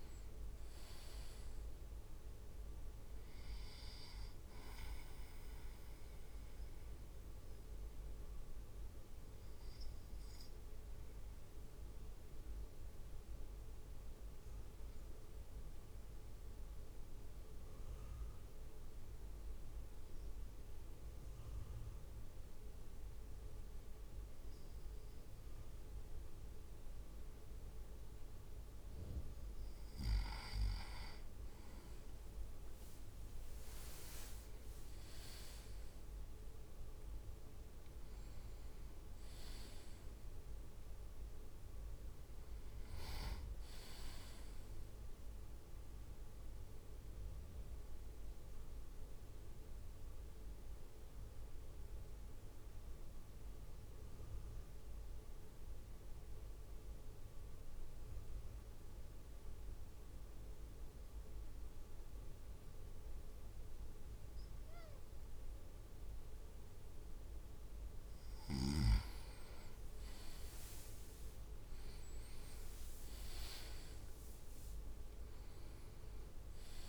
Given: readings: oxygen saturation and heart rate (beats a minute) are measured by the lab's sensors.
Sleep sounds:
breathing in sleep, hard to hear, by a room microphone; 2
7.00-29.50 s: obstructive apnea (oxygen 99% before, 97% lowest)
32.00-37.00 s: arousal
33.00-35.50 s: leg movement (device-marked)
47.00-67.50 s: mixed apnea (oxygen 99% before, 97% lowest)
69.00-72.00 s: leg movement (device-marked)
71.50-76.00 s: arousal
73.00-74.50 s: leg movement (device-marked)
From the record:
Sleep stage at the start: N2 (light sleep); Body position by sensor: on the right side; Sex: male

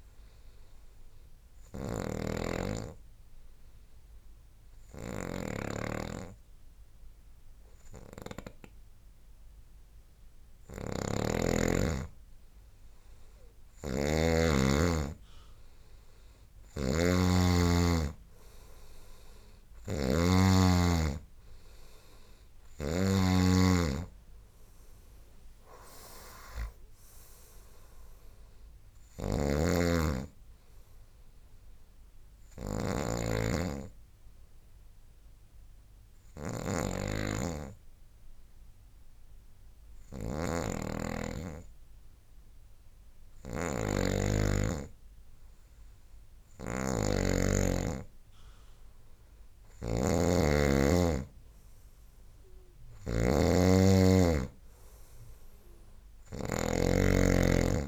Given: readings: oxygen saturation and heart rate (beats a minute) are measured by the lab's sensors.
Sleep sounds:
breathing in sleep by a room microphone; 2
0.00-13.50 s: oxygen desaturation (device-marked, oxygen 92% lowest, heart rate 63 extreme)
0.00-23.00 s: snoring (device-marked)
1.00-12.00 s: obstructive apnea (oxygen 98% before, 92% lowest, heart rate 70 before, 65 extreme, up 6 after)
15.00-19.00 s: arousal
18.50-37.50 s: oxygen desaturation (device-marked, oxygen 98% before, 94% lowest, heart rate 70 before, 63 extreme)
29.00-57.88 s: snoring (device-marked)
33.00-45.50 s: hypopnea (oxygen 98% before, 92% lowest, heart rate 72 before, 63 extreme, up 9 after)
49.50-53.50 s: arousal
From the record:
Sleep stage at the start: N2 (light sleep); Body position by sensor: on the right side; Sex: male

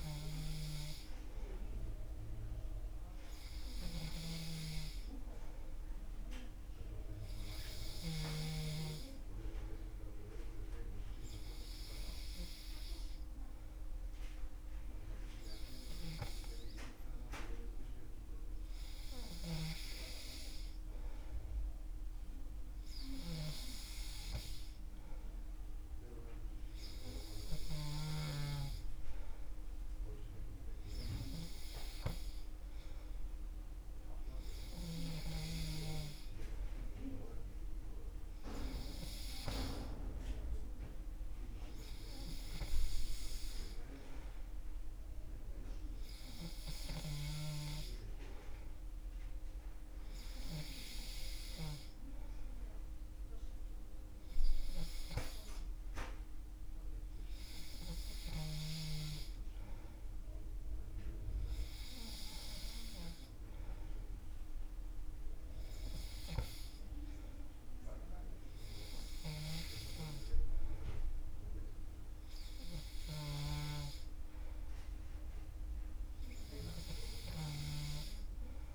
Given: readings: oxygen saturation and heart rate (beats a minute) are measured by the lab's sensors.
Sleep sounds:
breathing in sleep by a room microphone; none
none scored
From the record:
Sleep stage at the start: N3 (deep sleep); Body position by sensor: on the back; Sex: male

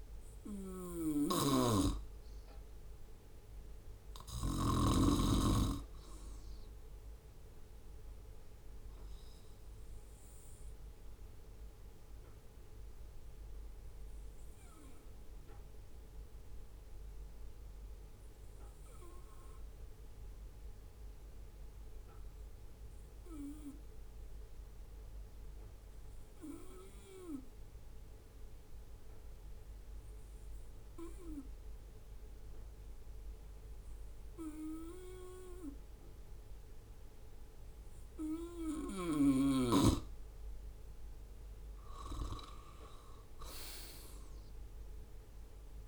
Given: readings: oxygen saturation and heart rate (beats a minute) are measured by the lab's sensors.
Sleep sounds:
breathing in sleep by a room microphone; 1
0.00-2.50 s: oxygen desaturation (device-marked, oxygen 94% lowest, heart rate 64 extreme)
0.00-4.00 s: snoring (device-marked)
8.50-22.50 s: oxygen desaturation (device-marked, oxygen 95% before, 92% lowest, heart rate 67 before, 64 extreme)
10.00-39.50 s: obstructive apnea (oxygen 97% before, 92% lowest, heart rate 67 before, 63 extreme, up 2 after)
43.00-45.87 s: arousal
From the record:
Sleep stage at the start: N2 (light sleep); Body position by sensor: on the right side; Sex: male

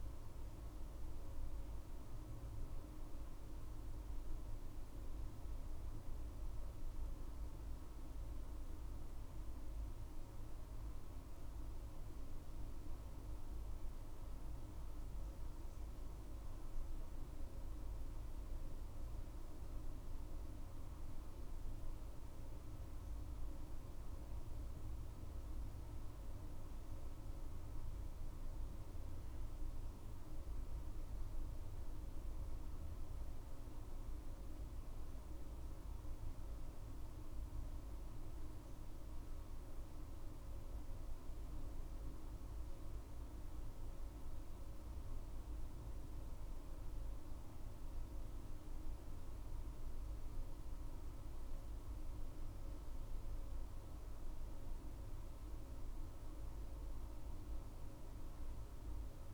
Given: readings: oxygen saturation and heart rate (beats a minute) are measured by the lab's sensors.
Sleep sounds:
breathing in sleep, hard to hear, by a room microphone; none
22.50-59.34 s: new sleep stage, N2 (light sleep)
From the record:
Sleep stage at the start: N1 (lightest sleep); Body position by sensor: on the back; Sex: female

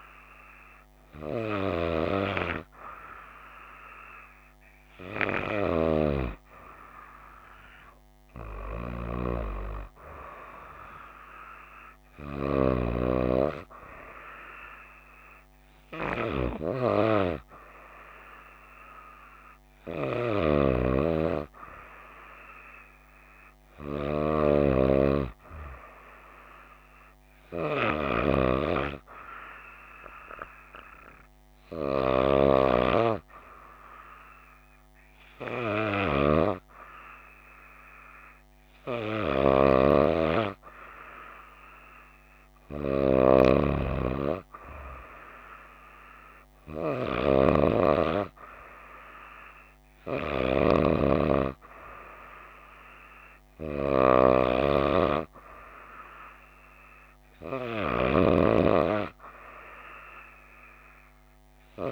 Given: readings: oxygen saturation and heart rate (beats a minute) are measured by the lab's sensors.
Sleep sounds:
breathing in sleep by a microphone on the trachea; none
none scored
From the record:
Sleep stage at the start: N2 (light sleep); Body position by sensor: on the right side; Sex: female

